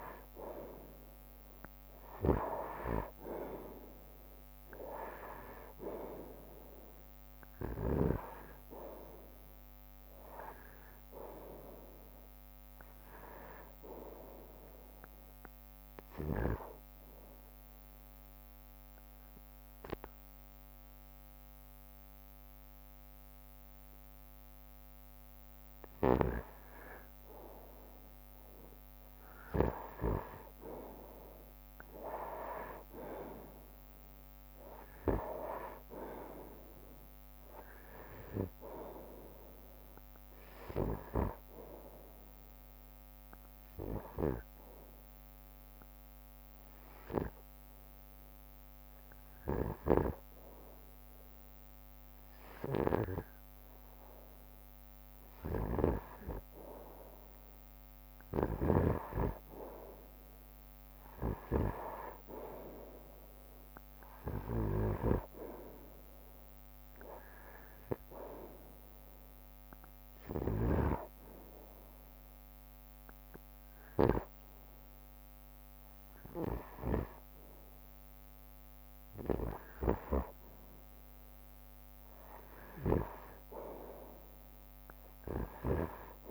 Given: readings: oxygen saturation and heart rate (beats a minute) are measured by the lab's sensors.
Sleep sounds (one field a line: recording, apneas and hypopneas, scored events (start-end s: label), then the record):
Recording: breathing in sleep by a microphone on the trachea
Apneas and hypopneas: 2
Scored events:
0.00-3.00 s: arousal
5.50-29.50 s: oxygen desaturation (device-marked, oxygen 96% before, 90% lowest, heart rate 62 before, 61 extreme)
6.00-8.00 s: long interval between heartbeats (device-marked, heart rate 62 before, 67 extreme)
7.50-23.50 s: drop in pulse transit time (device-marked, heart rate 63 before, 61 extreme)
12.50-14.50 s: long interval between heartbeats (device-marked, heart rate 63 before, 67 extreme)
17.50-28.00 s: obstructive apnea (oxygen 96% before, 90% lowest, heart rate 65 before, 61 extreme, up 2 after)
31.00-35.50 s: arousal
37.50-48.50 s: drop in pulse transit time (device-marked, heart rate 63 before, 63 extreme)
38.50-40.50 s: long interval between heartbeats (device-marked, heart rate 63 before, 69 extreme)
41.50-59.50 s: oxygen desaturation (device-marked, oxygen 96% before, 90% lowest, heart rate 64 before, 61 extreme)
43.00-55.50 s: obstructive apnea (oxygen 96% before, 90% lowest, heart rate 64 before, 61 extreme, up 1 after)
60.00-64.00 s: arousal
66.50-83.50 s: oxygen desaturation (device-marked, oxygen 96% before, 91% lowest, heart rate 63 before, 63 extreme)
80.50-86.31 s: drop in pulse transit time (device-marked, heart rate 65 before, 63 extreme)
From the record:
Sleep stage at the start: N2 (light sleep)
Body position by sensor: on the right side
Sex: male